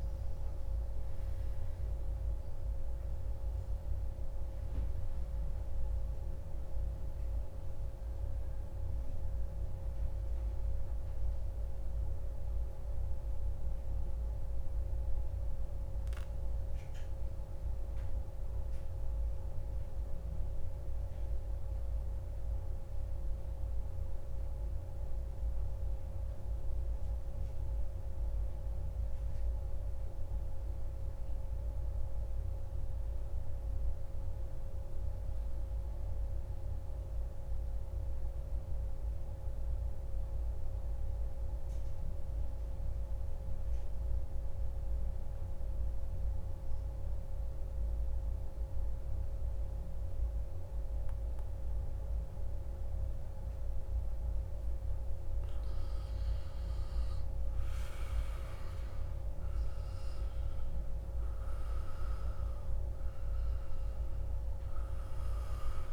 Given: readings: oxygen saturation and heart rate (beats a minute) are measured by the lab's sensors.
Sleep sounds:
breathing in sleep, hard to hear, by a room microphone; 1
0.00-11.50 s: oxygen desaturation (device-marked, oxygen 91% lowest)
11.50-54.50 s: mixed apnea (oxygen 97% before, 92% lowest)
49.50-65.93 s: oxygen desaturation (device-marked, oxygen 97% before, 92% lowest)
56.00-61.00 s: arousal
From the record:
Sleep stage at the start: N2 (light sleep); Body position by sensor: on the back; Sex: male

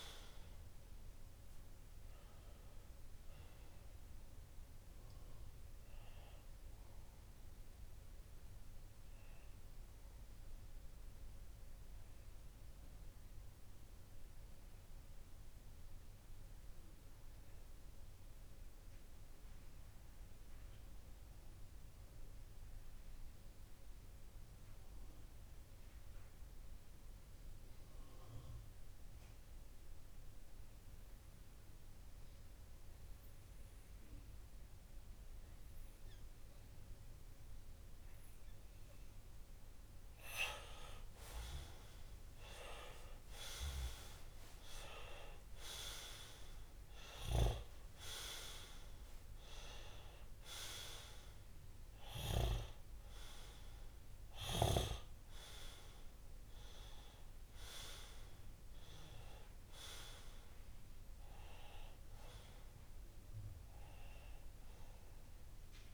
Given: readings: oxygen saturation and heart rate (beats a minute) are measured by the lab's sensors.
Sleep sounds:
breathing in sleep by a room microphone; 1
9.50-40.00 s: obstructive apnea (oxygen 95% before, 92% lowest)
38.00-65.94 s: oxygen desaturation (device-marked, oxygen 99% before, 92% lowest)
41.50-45.00 s: arousal
From the record:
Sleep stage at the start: N2 (light sleep); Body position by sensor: on the left side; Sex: male

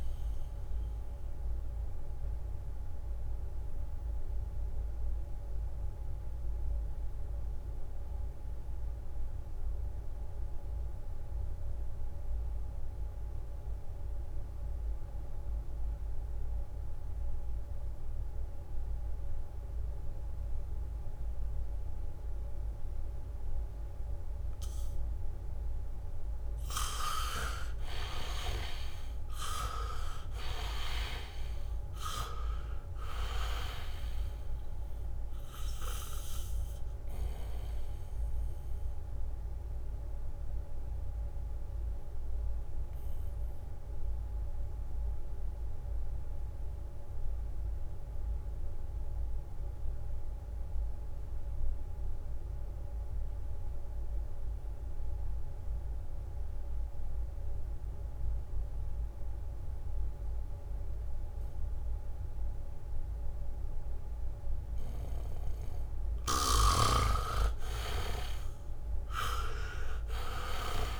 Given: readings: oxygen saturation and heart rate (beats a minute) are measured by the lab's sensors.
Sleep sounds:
breathing in sleep by a room microphone; 2
0.00-11.00 s: oxygen desaturation (device-marked, oxygen 77% lowest, heart rate 68 extreme)
4.00-26.50 s: mixed apnea (oxygen 99% before, 77% lowest, heart rate 68 before, 69 extreme, up 1 after)
23.00-53.00 s: oxygen desaturation (device-marked, oxygen 99% before, 80% lowest, heart rate 71 before, 65 extreme)
26.50-34.00 s: leg movement (device-marked)
29.00-32.50 s: arousal
35.00-37.50 s: leg movement (device-marked)
38.50-66.00 s: obstructive apnea (oxygen 99% before, 77% lowest, heart rate 70 before, 65 extreme)
57.00-60.50 s: leg movement (device-marked)
61.00-70.99 s: oxygen desaturation (device-marked, oxygen 99% before, 77% lowest, heart rate 71 before, 65 extreme)
From the record:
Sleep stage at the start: N2 (light sleep); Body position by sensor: on the back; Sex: male

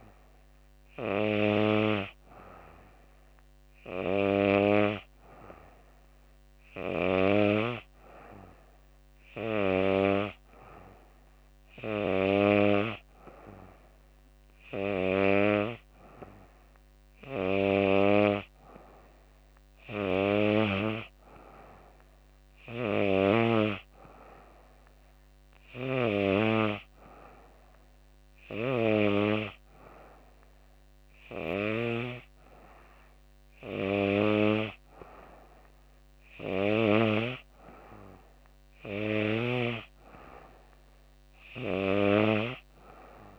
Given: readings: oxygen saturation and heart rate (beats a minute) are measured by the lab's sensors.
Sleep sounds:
breathing in sleep by a microphone on the trachea; none
33.00-43.39 s: new sleep stage, N3 (deep sleep)
From the record:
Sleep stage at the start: N2 (light sleep); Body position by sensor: on the back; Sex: female

